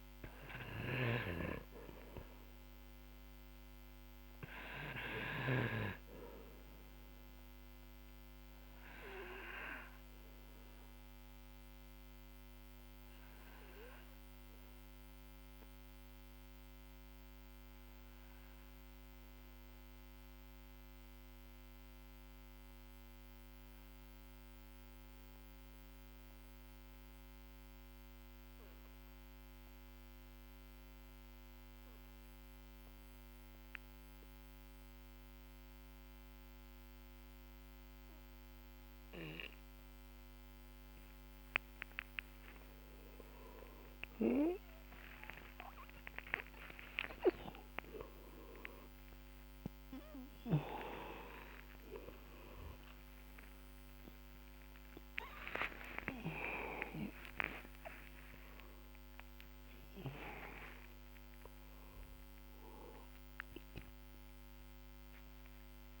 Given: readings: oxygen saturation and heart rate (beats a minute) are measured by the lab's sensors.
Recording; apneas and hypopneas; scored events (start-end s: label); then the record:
a person partly awake in a sleep study, by a microphone on the trachea; 1
0.00-3.00 s: oxygen desaturation (device-marked, oxygen 93% lowest, heart rate 43 extreme)
0.00-5.00 s: snoring (device-marked)
5.00-41.00 s: obstructive apnea (oxygen 98% before, 93% lowest, heart rate 52 before, 43 extreme, up 39 after)
40.00-66.00 s: new sleep stage, awake
46.00-56.00 s: oxygen desaturation (device-marked, oxygen 98% before, 94% lowest, heart rate 53 before, 55 extreme)
49.00-55.00 s: tachycardia (device-marked, heart rate 51 before, 134 extreme)
63.00-66.00 s: tachycardia (device-marked, heart rate 53 before, 104 extreme)
From the record:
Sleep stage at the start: REM sleep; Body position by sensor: on the back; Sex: male